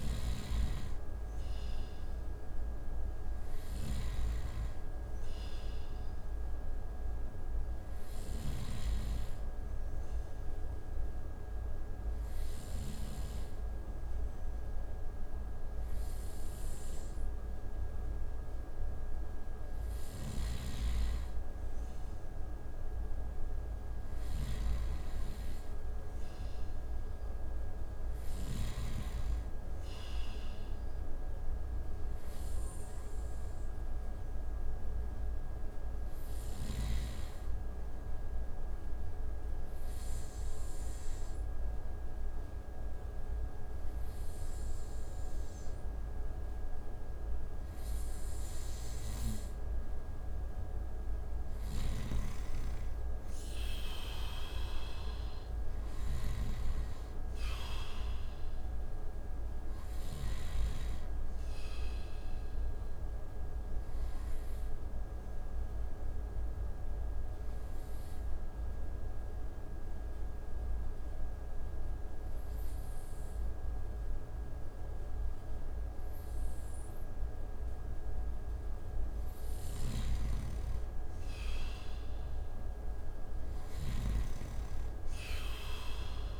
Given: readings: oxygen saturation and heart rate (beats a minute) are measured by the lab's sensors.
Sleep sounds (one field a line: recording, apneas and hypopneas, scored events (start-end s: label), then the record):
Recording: breathing in sleep, hard to hear, by a room microphone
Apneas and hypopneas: 3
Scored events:
0.00-12.50 s: snoring (device-marked)
5.50-16.50 s: oxygen desaturation (device-marked, oxygen 95% before, 91% lowest)
7.00-19.50 s: obstructive apnea (oxygen 95% before, 89% lowest)
19.50-28.00 s: snoring (device-marked)
22.50-27.00 s: arousal
36.50-49.50 s: obstructive apnea (oxygen 94% before, 89% lowest)
51.00-55.00 s: arousal
51.00-60.00 s: snoring (device-marked)
56.50-76.50 s: oxygen desaturation (device-marked, oxygen 94% before, 89% lowest)
63.50-77.50 s: obstructive apnea (oxygen 94% before, 89% lowest)
79.00-86.40 s: snoring (device-marked)
81.00-84.00 s: arousal
From the record:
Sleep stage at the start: N2 (light sleep)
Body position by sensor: on the right side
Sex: male